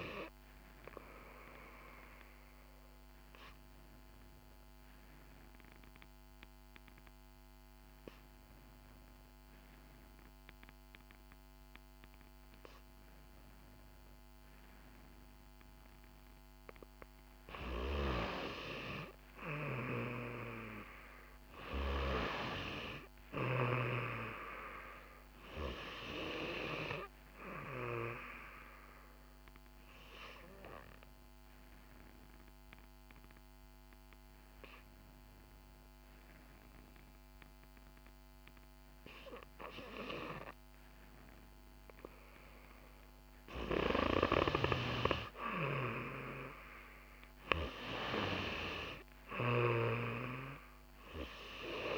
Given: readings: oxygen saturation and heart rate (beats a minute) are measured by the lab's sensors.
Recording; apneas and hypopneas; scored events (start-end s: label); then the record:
breathing in sleep by a microphone on the trachea; 2
0.50-20.50 s: oxygen desaturation (device-marked, oxygen 94% before, 88% lowest, heart rate 63 before, 56 extreme)
1.50-16.50 s: obstructive apnea (oxygen 94% before, 88% lowest, heart rate 63 before, 56 extreme, up 9 after)
20.00-24.00 s: arousal
28.00-41.50 s: obstructive apnea (oxygen 95% before, 89% lowest, heart rate 61 before, 60 extreme, up 1 after)
34.50-45.50 s: oxygen desaturation (device-marked, oxygen 94% before, 90% lowest, heart rate 63 before, 60 extreme)
45.00-49.00 s: arousal
From the record:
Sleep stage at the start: N2 (light sleep); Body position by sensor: on the back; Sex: female